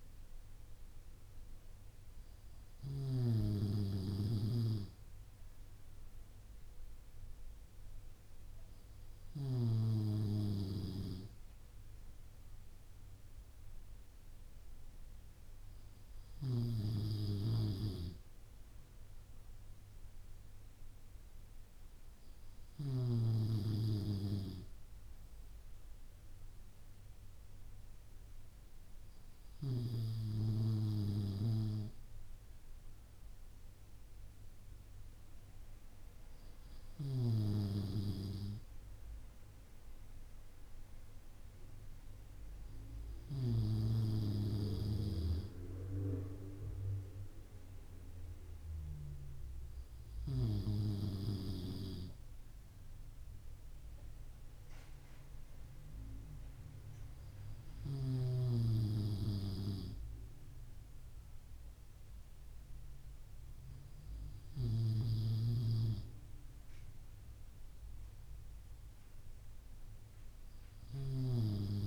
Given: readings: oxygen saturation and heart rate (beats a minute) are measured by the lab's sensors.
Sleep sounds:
breathing in sleep by a room microphone; none
none scored
From the record:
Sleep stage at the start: N3 (deep sleep); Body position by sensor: on the back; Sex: male

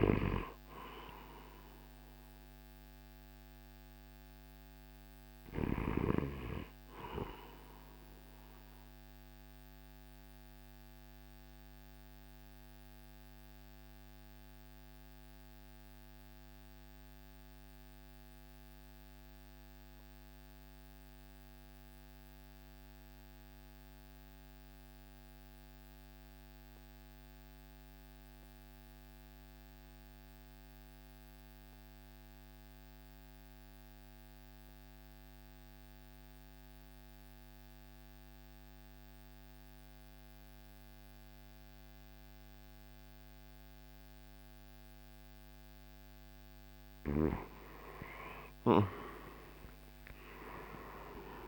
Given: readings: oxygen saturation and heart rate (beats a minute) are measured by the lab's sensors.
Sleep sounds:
breathing in sleep by a microphone on the trachea; 1
0.00-9.50 s: oxygen desaturation (device-marked, oxygen 86% lowest, heart rate 52 extreme)
7.00-45.00 s: obstructive apnea (oxygen 96% before, 81% lowest, heart rate 62 before, 49 extreme, up 20 after)
33.50-51.48 s: oxygen desaturation (device-marked, oxygen 96% before, 81% lowest, heart rate 52 before, 49 extreme)
47.00-51.48 s: arousal
50.50-51.48 s: new sleep stage, N1 (lightest sleep)
From the record:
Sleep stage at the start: REM sleep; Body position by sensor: on the right side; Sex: male

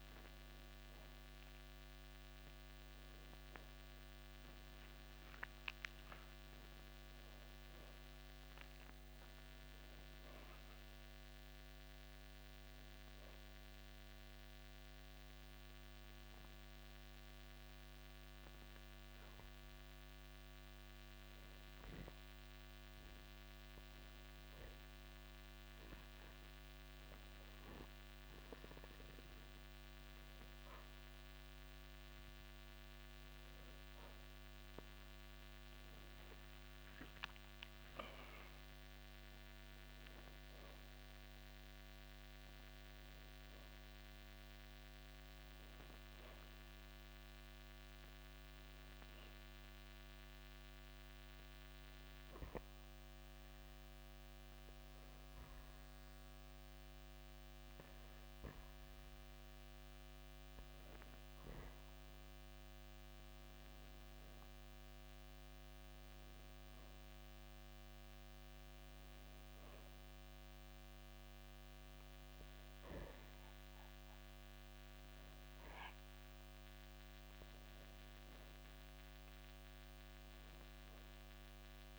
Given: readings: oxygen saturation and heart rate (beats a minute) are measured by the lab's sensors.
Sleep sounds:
breathing in sleep, hard to hear, by a microphone on the trachea; 2
25.00-35.50 s: obstructive apnea (oxygen 95% before, 92% lowest, heart rate 66 before, 35 extreme, up 55 after)
38.00-41.50 s: arousal
38.00-53.00 s: oxygen desaturation (device-marked, oxygen 96% before, 92% lowest, heart rate 93 before, 35 extreme)
52.00-62.50 s: hypopnea (oxygen 96% before, 93% lowest, heart rate 99 before, 55 extreme)
64.00-67.50 s: arousal
From the record:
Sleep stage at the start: N2 (light sleep); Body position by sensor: on the back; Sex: male

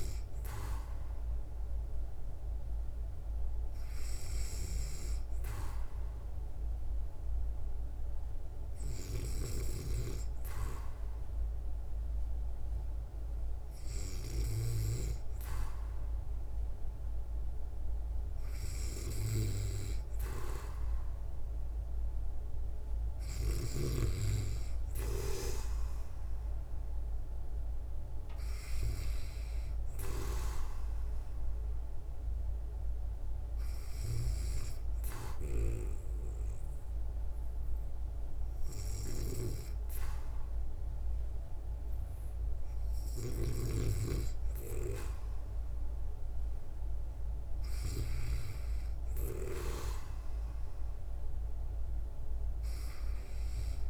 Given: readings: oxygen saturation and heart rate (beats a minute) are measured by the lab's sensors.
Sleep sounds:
breathing in sleep by a room microphone; 1
23.00-27.00 s: arousal
31.50-41.50 s: hypopnea (oxygen 96% before, 94% lowest, heart rate 61 before, 62 extreme, up 3 after)
44.00-48.50 s: arousal
From the record:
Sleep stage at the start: N2 (light sleep); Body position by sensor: on the back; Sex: female

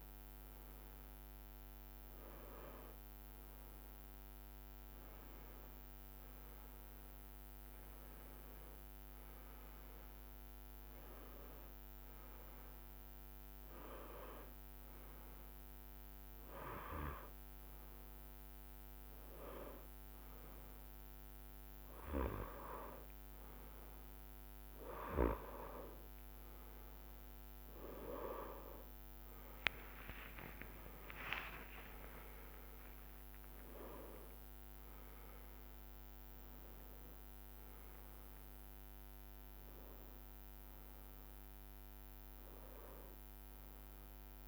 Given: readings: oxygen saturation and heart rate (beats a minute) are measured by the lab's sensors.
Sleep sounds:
a person awake in a sleep study, by a microphone on the trachea; none
26.50-28.50 s: long interval between heartbeats (device-marked, heart rate 66 before, 73 extreme)
28.50-44.48 s: drop in pulse transit time (device-marked, heart rate 66 before, 67 extreme)
From the record:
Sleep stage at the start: awake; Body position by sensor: on the right side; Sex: male

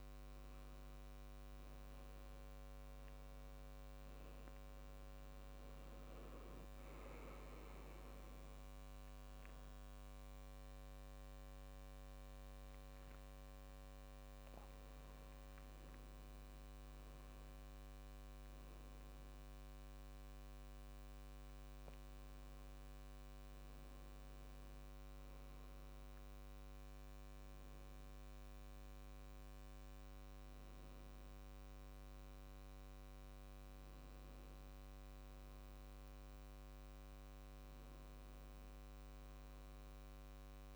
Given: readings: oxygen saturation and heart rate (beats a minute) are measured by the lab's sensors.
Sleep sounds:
breathing in sleep, hard to hear, by a microphone on the trachea; none
none scored
From the record:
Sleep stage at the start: N2 (light sleep); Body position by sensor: on the back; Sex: male

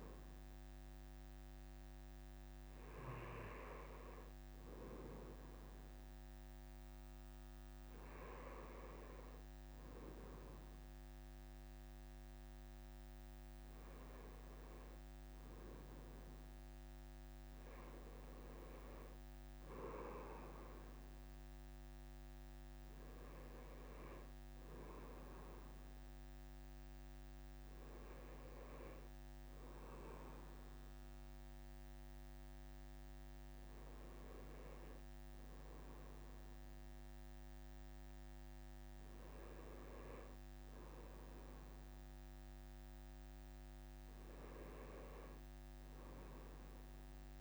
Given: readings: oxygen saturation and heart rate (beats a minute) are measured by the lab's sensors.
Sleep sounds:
breathing in sleep by a microphone on the trachea; none
none scored
From the record:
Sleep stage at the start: N2 (light sleep); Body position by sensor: on the right side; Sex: male

